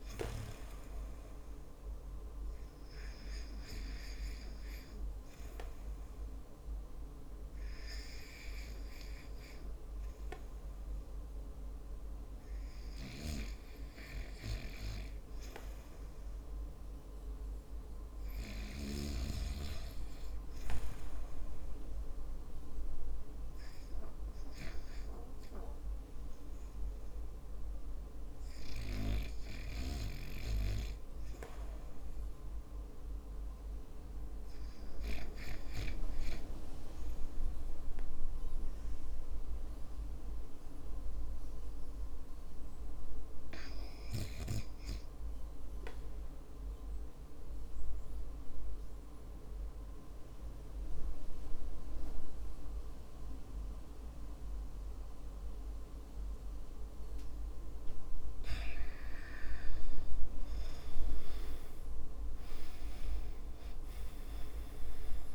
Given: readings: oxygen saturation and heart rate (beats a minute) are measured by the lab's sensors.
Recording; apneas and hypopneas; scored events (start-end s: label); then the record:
breathing in sleep by a room microphone; 1
26.50-42.50 s: oxygen desaturation (device-marked, oxygen 98% before, 92% lowest, heart rate 56 before, 50 extreme)
39.50-58.00 s: obstructive apnea (oxygen 98% before, 95% lowest, heart rate 58 before, 50 extreme, up 16 after)
60.00-65.00 s: arousal
From the record:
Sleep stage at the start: REM sleep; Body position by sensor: on the back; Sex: male